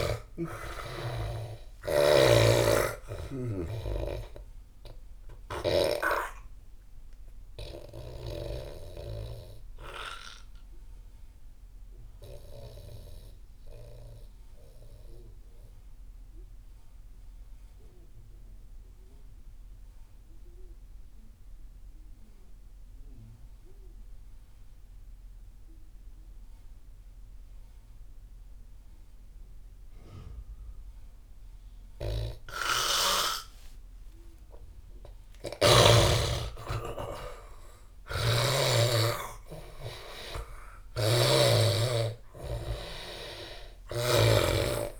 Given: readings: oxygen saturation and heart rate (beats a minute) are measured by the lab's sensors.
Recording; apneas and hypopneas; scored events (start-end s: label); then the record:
breathing in sleep by a room microphone; 1
0.00-15.50 s: oxygen desaturation (device-marked, oxygen 85% lowest)
1.50-6.00 s: snoring (device-marked)
6.50-34.50 s: obstructive apnea (oxygen 98% before, 84% lowest)
33.50-45.00 s: oxygen desaturation (device-marked, oxygen 97% before, 86% lowest)
35.50-40.00 s: arousal
38.00-41.50 s: snoring (device-marked)
43.50-45.00 s: snoring (device-marked)
From the record:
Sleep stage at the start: N2 (light sleep); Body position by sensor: on the back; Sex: male